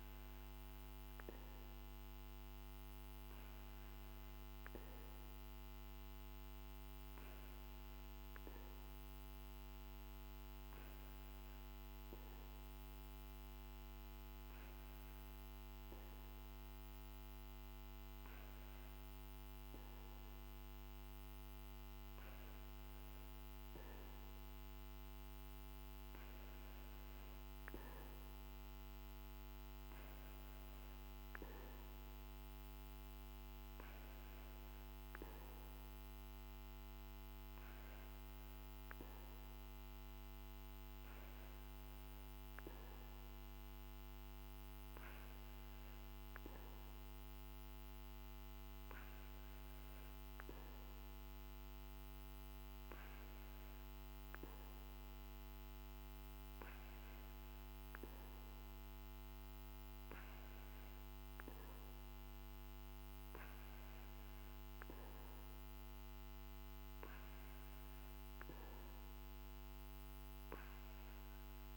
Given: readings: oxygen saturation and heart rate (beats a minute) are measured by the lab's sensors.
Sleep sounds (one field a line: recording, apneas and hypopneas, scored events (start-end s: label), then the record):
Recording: breathing in sleep, hard to hear, by a microphone on the trachea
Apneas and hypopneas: none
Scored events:
none scored
From the record:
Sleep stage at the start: N2 (light sleep)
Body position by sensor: on the back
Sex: male